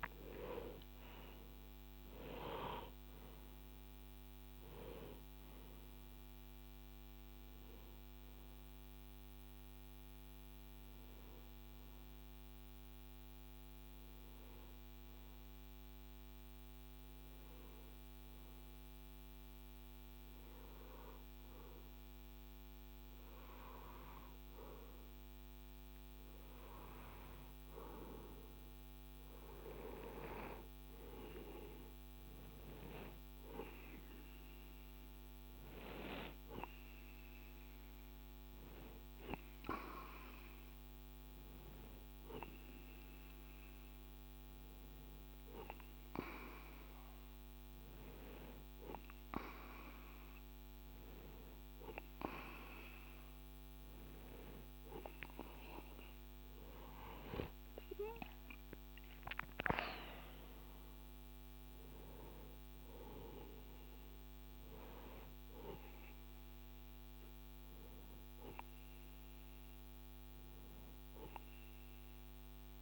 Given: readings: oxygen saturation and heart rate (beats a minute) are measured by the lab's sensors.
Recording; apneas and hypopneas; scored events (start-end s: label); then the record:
a person partly awake in a sleep study, by a microphone on the trachea; none
6.00-66.00 s: new sleep stage, N1 (lightest sleep)
66.00-72.81 s: new sleep stage, N2 (light sleep)
From the record:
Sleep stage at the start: awake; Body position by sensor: on the right side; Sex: male